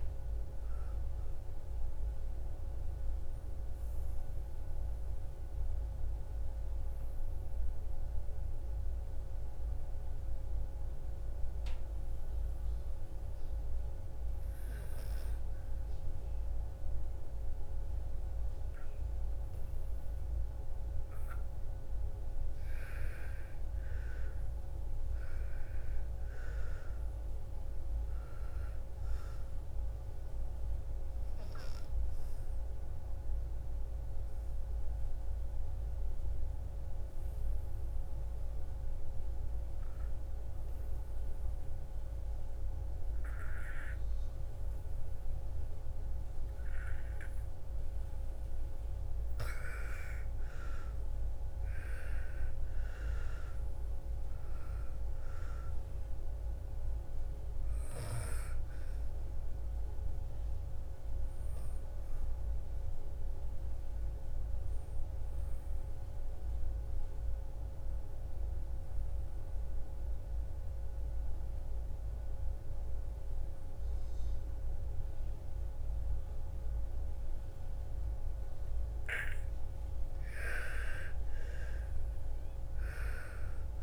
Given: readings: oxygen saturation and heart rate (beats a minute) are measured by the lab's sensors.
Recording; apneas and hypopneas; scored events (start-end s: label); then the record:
breathing in sleep, hard to hear, by a room microphone; 3
0.00-20.00 s: oxygen desaturation (device-marked, oxygen 88% lowest, heart rate 55 extreme)
4.50-21.00 s: obstructive apnea (oxygen 97% before, 87% lowest, heart rate 61 before, 55 extreme, up 9 after)
23.00-27.00 s: arousal
29.00-41.00 s: oxygen desaturation (device-marked, oxygen 98% before, 87% lowest, heart rate 57 before, 56 extreme)
31.50-49.00 s: obstructive apnea (oxygen 98% before, 85% lowest, heart rate 58 before, 56 extreme, up 11 after)
50.50-54.50 s: arousal
54.00-70.00 s: oxygen desaturation (device-marked, oxygen 98% before, 87% lowest, heart rate 58 before, 56 extreme)
61.50-78.00 s: obstructive apnea (oxygen 98% before, 85% lowest, heart rate 60 before, 55 extreme, up 8 after)
81.00-83.83 s: arousal
81.00-83.83 s: oxygen desaturation (device-marked, oxygen 98% before, 85% lowest, heart rate 57 before, 55 extreme)
From the record:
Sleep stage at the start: N2 (light sleep); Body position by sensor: on the back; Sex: female